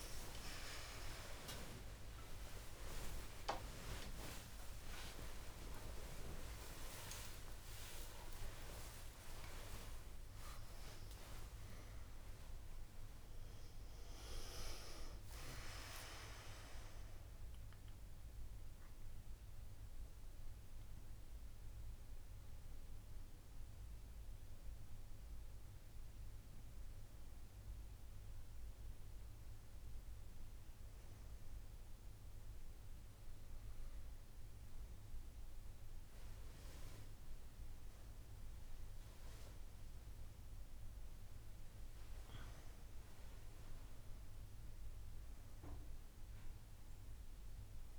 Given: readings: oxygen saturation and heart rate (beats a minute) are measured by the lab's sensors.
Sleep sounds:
a person awake in a sleep study, by a room microphone; none
27.50-47.99 s: new sleep stage, N1 (lightest sleep)
From the record:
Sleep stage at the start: awake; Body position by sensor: on the right side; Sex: female

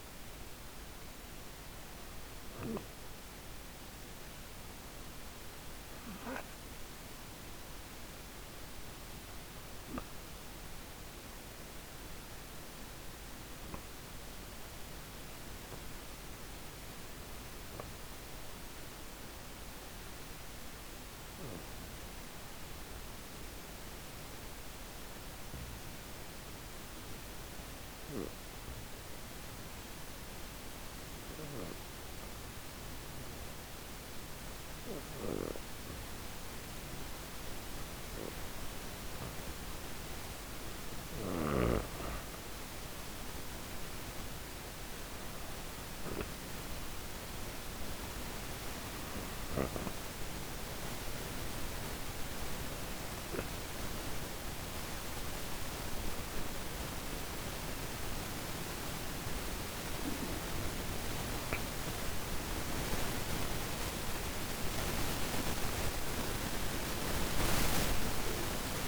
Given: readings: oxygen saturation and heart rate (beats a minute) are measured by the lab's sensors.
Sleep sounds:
breathing in sleep by a microphone on the trachea; 1
13.50-17.50 s: arousal
20.00-40.00 s: obstructive apnea (oxygen 94% before, 94% lowest)
41.00-44.50 s: arousal
From the record:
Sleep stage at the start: N2 (light sleep); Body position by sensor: on the back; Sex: female

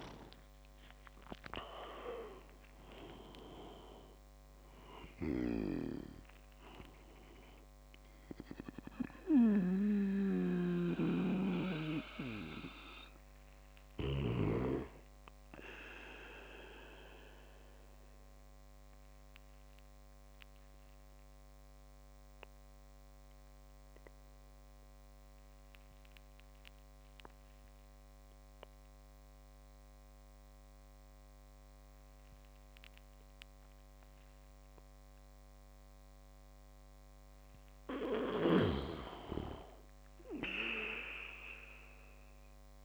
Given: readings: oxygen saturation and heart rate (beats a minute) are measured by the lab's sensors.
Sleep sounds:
breathing in sleep by a microphone on the trachea; 1
0.00-1.50 s: arousal
0.00-1.50 s: leg movement (device-marked)
0.00-33.00 s: oxygen desaturation (device-marked, oxygen 85% lowest)
9.50-14.50 s: snoring (device-marked)
14.50-36.00 s: obstructive apnea (oxygen 97% before, 85% lowest)
38.50-42.00 s: arousal
38.50-42.85 s: snoring (device-marked)
From the record:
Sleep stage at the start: N2 (light sleep); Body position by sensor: on the back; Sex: male

